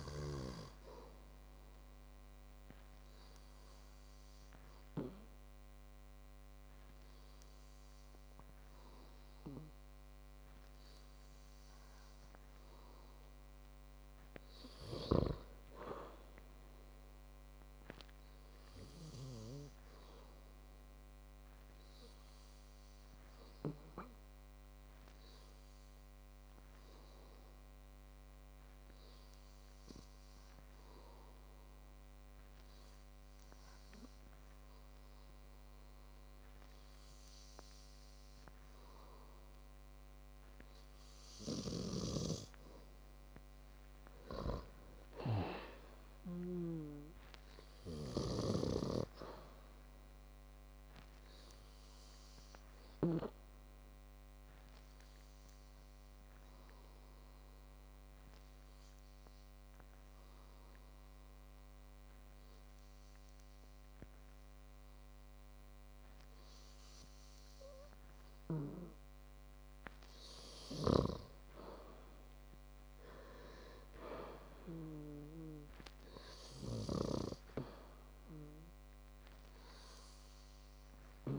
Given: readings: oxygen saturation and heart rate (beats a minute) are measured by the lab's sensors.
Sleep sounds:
breathing in sleep by a microphone on the trachea; 2
16.50-19.50 s: arousal
22.00-37.00 s: hypopnea (oxygen 97% before, 94% lowest)
38.50-41.50 s: arousal
54.50-69.50 s: hypopnea (oxygen 98% before, 94% lowest)
71.50-75.50 s: arousal
From the record:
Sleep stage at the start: N2 (light sleep); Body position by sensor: on the back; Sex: male

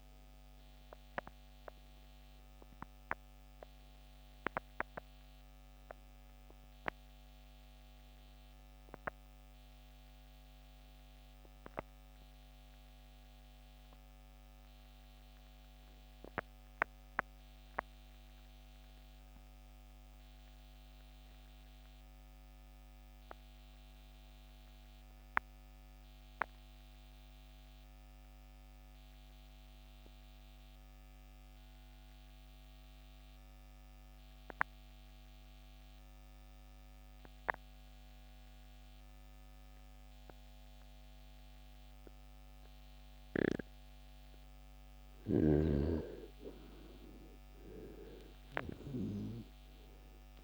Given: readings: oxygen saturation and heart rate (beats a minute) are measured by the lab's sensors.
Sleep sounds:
breathing in sleep by a microphone on the trachea; 1
17.00-44.00 s: mixed apnea (oxygen 97% before, 80% lowest, heart rate 81 before, 43 extreme, up 2 after)
18.50-32.50 s: oxygen desaturation (device-marked, oxygen 97% before, 82% lowest, heart rate 81 before, 43 extreme)
47.00-50.44 s: arousal
From the record:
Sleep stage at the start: N2 (light sleep); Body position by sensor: on the right side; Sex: male

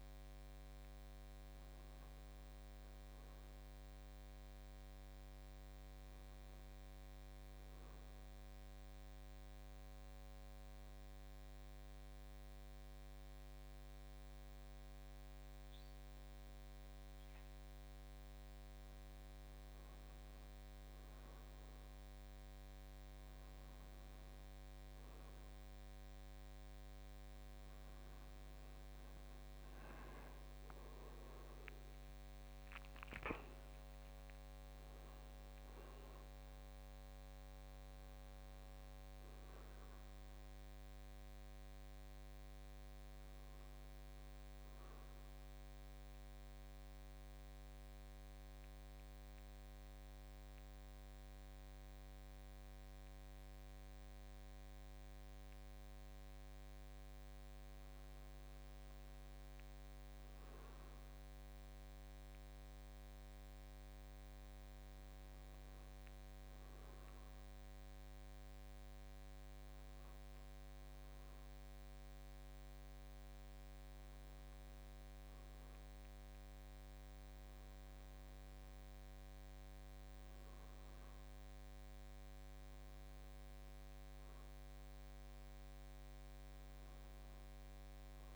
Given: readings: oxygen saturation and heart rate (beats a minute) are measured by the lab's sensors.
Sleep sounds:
breathing in sleep, hard to hear, by a microphone on the trachea; 2
9.00-20.50 s: obstructive apnea (oxygen 97% before, 94% lowest, heart rate 55 before, 52 extreme, up 2 after)
23.50-27.00 s: arousal
36.00-52.00 s: oxygen desaturation (device-marked, oxygen 97% before, 94% lowest, heart rate 55 before, 53 extreme)
47.50-58.50 s: central apnea (oxygen 97% before, 95% lowest, heart rate 57 before, 53 extreme, up 3 after)
60.50-64.50 s: arousal
71.00-81.00 s: oxygen desaturation (device-marked, oxygen 98% before, 95% lowest, heart rate 54 before, 55 extreme)
From the record:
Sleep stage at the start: N1 (lightest sleep); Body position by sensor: on the back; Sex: male

